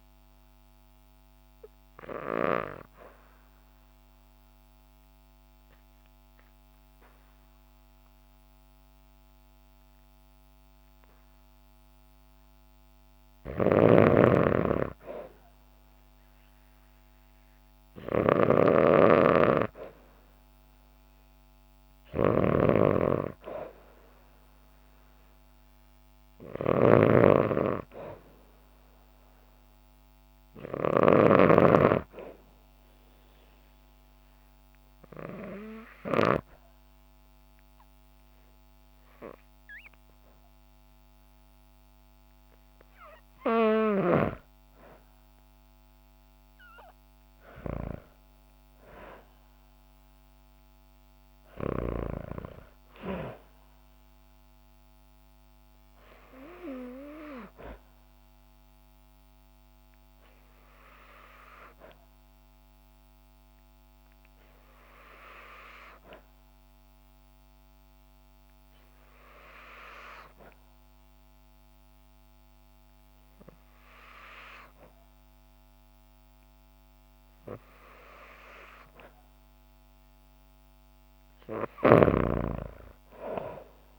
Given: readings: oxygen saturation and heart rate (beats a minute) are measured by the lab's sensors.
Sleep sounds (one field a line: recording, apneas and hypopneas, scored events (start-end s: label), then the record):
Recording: breathing in sleep by a microphone on the trachea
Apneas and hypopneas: 3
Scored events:
0.00-5.00 s: oxygen desaturation (device-marked, oxygen 93% lowest, heart rate 55 extreme)
2.50-14.00 s: obstructive apnea (oxygen 96% before, 92% lowest, heart rate 63 before, 58 extreme, up 2 after)
13.50-31.50 s: snoring (device-marked)
15.50-20.00 s: arousal
18.00-35.00 s: oxygen desaturation (device-marked, oxygen 98% before, 92% lowest, heart rate 60 before, 57 extreme)
32.00-42.00 s: obstructive apnea (oxygen 98% before, 93% lowest, heart rate 60 before, 56 extreme, up 21 after)
43.00-46.50 s: arousal
57.00-79.00 s: hypopnea (oxygen 97% before, 92% lowest, heart rate 66 before, 56 extreme, up 19 after)
81.50-83.99 s: snoring (device-marked)
82.00-83.99 s: arousal
From the record:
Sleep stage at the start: N2 (light sleep)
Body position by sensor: on the back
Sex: female